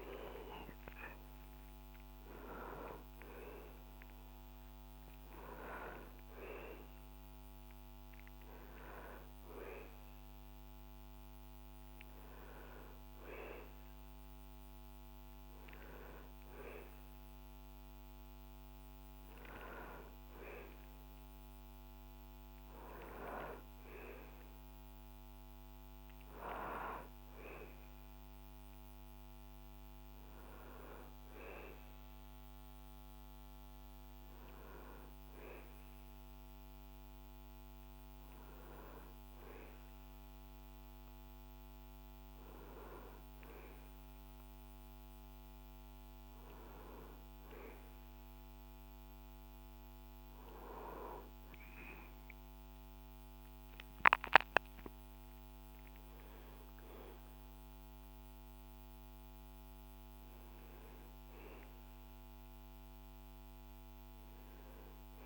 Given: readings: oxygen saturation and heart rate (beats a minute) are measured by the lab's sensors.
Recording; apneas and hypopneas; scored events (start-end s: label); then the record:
a person awake in a sleep study, by a microphone on the trachea; none
none scored
From the record:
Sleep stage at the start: awake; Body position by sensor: on the back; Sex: male